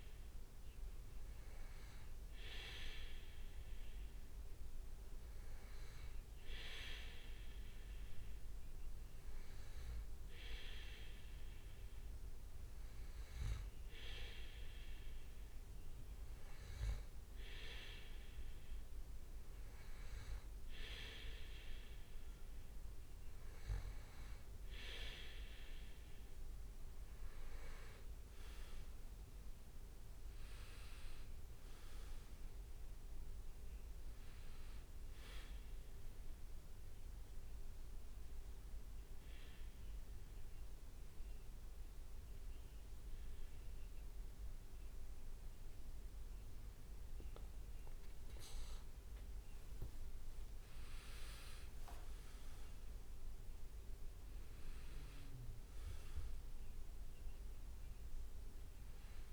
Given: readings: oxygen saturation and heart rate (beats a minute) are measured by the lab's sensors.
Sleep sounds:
breathing in sleep by a room microphone; none
28.00-30.00 s: leg movement (device-marked)
46.50-47.50 s: leg movement (device-marked)
48.50-52.50 s: leg movement (device-marked)
51.00-54.50 s: arousal
From the record:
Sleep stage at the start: N2 (light sleep); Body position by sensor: on the back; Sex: male

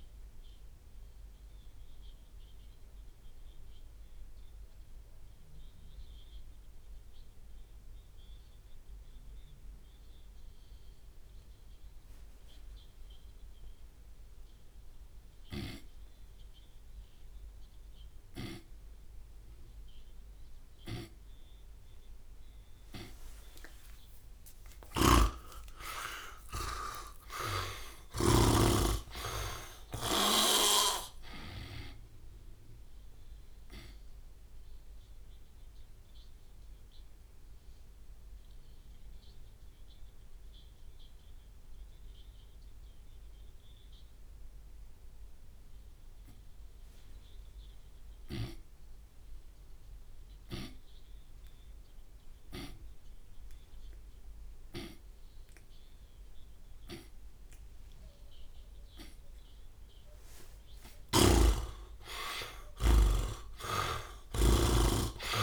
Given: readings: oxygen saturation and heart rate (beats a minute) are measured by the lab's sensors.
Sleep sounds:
breathing in sleep by a room microphone; 2
0.00-2.50 s: drop in pulse transit time (device-marked, heart rate 48 extreme)
0.50-2.50 s: long interval between heartbeats (device-marked, heart rate 58 before, 48 extreme)
0.50-21.50 s: obstructive apnea (oxygen 96% before, 87% lowest, heart rate 58 before, 48 extreme, up 6 after)
9.50-21.50 s: oxygen desaturation (device-marked, oxygen 96% before, 87% lowest, heart rate 57 before, 49 extreme)
23.50-28.00 s: arousal
24.00-26.00 s: long interval between heartbeats (device-marked, heart rate 55 before, 56 extreme)
25.00-29.00 s: snoring (device-marked)
25.50-37.50 s: drop in pulse transit time (device-marked, heart rate 56 before, 49 extreme)
34.00-60.00 s: obstructive apnea (oxygen 99% before, 80% lowest, heart rate 60 before, 53 extreme, up 55 after)
43.50-45.50 s: long interval between heartbeats (device-marked, heart rate 63 before, 56 extreme)
60.50-65.00 s: arousal
61.00-65.00 s: snoring (device-marked)
61.50-65.43 s: drop in pulse transit time (device-marked, heart rate 57 before, 55 extreme)
63.00-65.00 s: long interval between heartbeats (device-marked, heart rate 57 before, 68 extreme)
63.50-65.43 s: tachycardia (device-marked)
From the record:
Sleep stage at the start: N2 (light sleep); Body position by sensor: on the right side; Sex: male

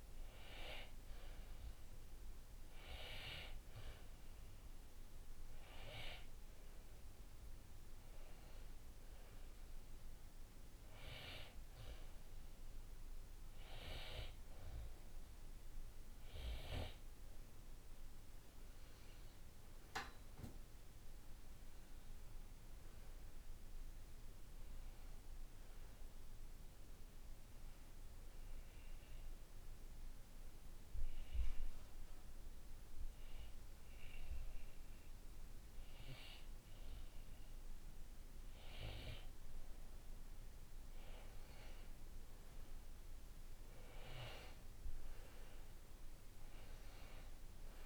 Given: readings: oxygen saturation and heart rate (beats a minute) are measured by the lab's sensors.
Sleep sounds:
breathing in sleep by a room microphone; 1
28.50-41.00 s: obstructive apnea (oxygen 95% before, 90% lowest, heart rate 60 before, 53 extreme, up 12 after)
44.00-47.85 s: arousal
From the record:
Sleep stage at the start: N2 (light sleep); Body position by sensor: on the back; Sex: male

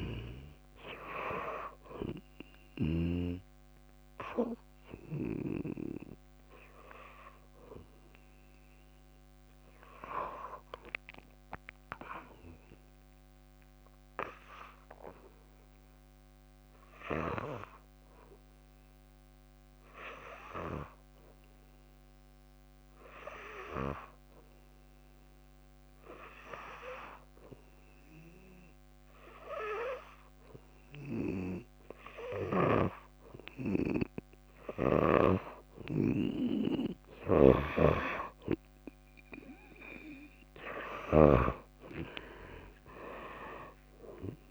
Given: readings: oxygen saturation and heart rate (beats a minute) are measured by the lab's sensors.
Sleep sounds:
breathing in sleep by a microphone on the trachea; 1
0.00-1.00 s: long interval between heartbeats (device-marked, heart rate 85 extreme)
0.00-3.00 s: snoring (device-marked)
0.00-4.50 s: drop in pulse transit time (device-marked, heart rate 61 extreme)
0.00-16.50 s: oxygen desaturation (device-marked, oxygen 84% lowest, heart rate 54 extreme)
14.00-34.00 s: hypopnea (oxygen 98% before, 81% lowest, heart rate 69 before, 57 extreme, up 14 after)
30.50-44.50 s: oxygen desaturation (device-marked, oxygen 98% before, 89% lowest, heart rate 58 before, 56 extreme)
37.00-44.50 s: snoring (device-marked)
41.50-44.50 s: arousal
41.50-44.50 s: tachycardia (device-marked, heart rate 67 before, 104 extreme)
42.00-44.00 s: long interval between heartbeats (device-marked, heart rate 60 before, 72 extreme)
43.50-44.50 s: drop in pulse transit time (device-marked, heart rate 62 before, 63 extreme)
From the record:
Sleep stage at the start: N2 (light sleep); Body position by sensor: on the back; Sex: female

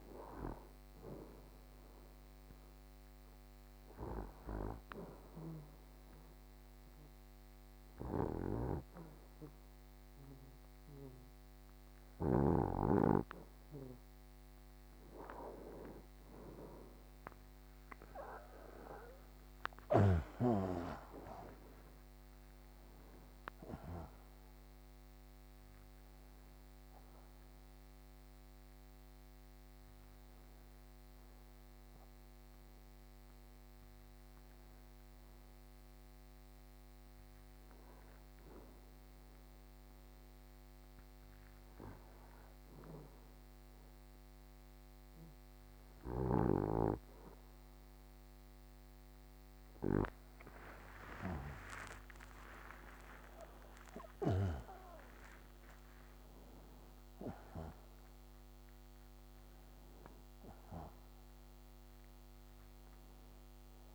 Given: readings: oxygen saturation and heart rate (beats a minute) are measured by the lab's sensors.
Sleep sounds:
breathing in sleep by a microphone on the trachea; 2
3.00-15.00 s: obstructive apnea (oxygen 92% before, 88% lowest)
17.00-20.50 s: arousal
25.50-43.50 s: oxygen desaturation (device-marked, oxygen 92% before, 88% lowest)
30.50-49.50 s: hypopnea (oxygen 92% before, 88% lowest)
51.00-55.50 s: arousal
From the record:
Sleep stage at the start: N2 (light sleep); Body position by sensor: on the right side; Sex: male

